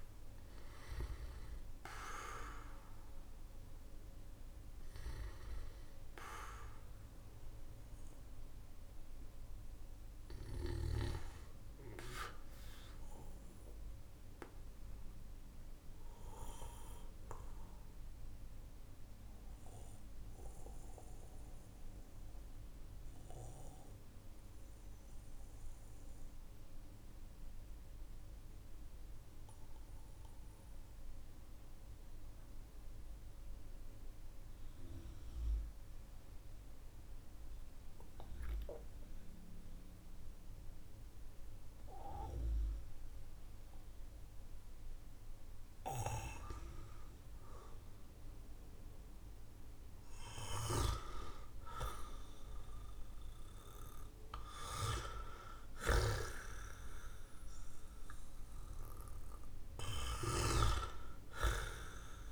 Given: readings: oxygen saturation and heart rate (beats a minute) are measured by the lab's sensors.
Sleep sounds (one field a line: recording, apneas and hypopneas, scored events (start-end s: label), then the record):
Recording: a person partly awake in a sleep study, by a room microphone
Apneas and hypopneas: 1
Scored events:
0.00-26.00 s: oxygen desaturation (device-marked, oxygen 91% lowest, heart rate 45 extreme)
15.50-45.00 s: obstructive apnea (oxygen 97% before, 91% lowest, heart rate 48 before, 42 extreme, up 10 after)
17.00-62.32 s: new sleep stage, N2 (light sleep)
47.50-52.00 s: arousal
61.00-62.32 s: oxygen desaturation (device-marked, oxygen 97% before, 94% lowest, heart rate 53 before, 46 extreme)
From the record:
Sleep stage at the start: awake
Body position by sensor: on the back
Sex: male